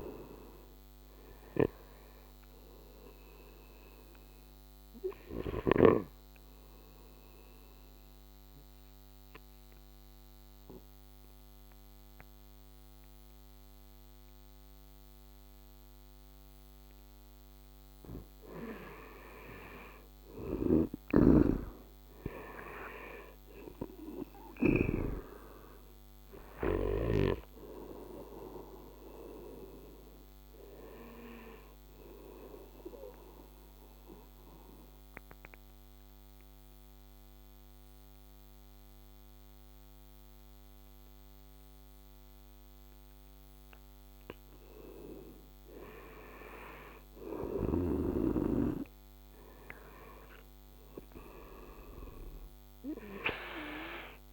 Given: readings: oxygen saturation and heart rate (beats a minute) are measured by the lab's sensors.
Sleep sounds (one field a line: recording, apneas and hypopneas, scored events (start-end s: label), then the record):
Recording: breathing in sleep by a microphone on the trachea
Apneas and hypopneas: 2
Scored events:
0.00-5.50 s: snoring (device-marked)
0.00-14.00 s: oxygen desaturation (device-marked, oxygen 88% lowest, heart rate 75 extreme)
7.00-18.50 s: obstructive apnea (oxygen 96% before, 85% lowest, heart rate 79 before, 75 extreme, up 2 after)
19.50-23.50 s: arousal
20.00-25.00 s: snoring (device-marked)
24.00-41.00 s: oxygen desaturation (device-marked, oxygen 97% before, 85% lowest, heart rate 79 before, 75 extreme)
32.50-44.50 s: obstructive apnea (oxygen 97% before, 85% lowest, heart rate 77 before, 75 extreme, up 6 after)
46.00-50.50 s: arousal
From the record:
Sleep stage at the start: N2 (light sleep)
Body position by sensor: on the right side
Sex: male